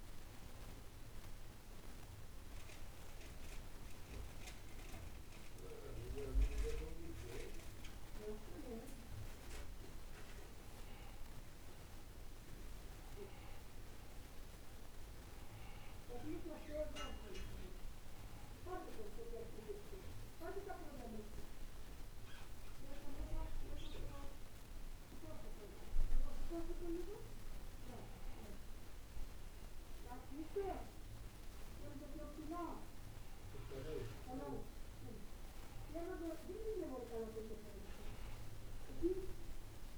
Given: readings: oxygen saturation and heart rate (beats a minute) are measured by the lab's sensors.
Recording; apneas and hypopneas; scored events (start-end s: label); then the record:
breathing in sleep by a room microphone; none
none scored
From the record:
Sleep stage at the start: N2 (light sleep); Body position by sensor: on the back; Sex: male